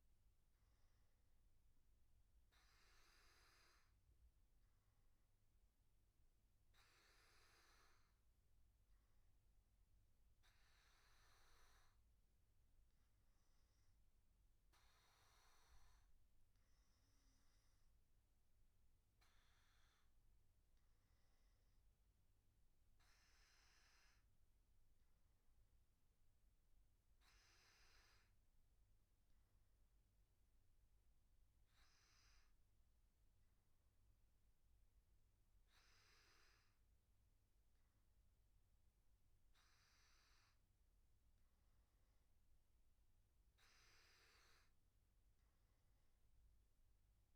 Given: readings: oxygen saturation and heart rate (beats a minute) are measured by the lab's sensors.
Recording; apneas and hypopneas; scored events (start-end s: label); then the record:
breathing in sleep, hard to hear, by a room microphone; none
none scored
From the record:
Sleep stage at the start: N3 (deep sleep); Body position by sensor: on the back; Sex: male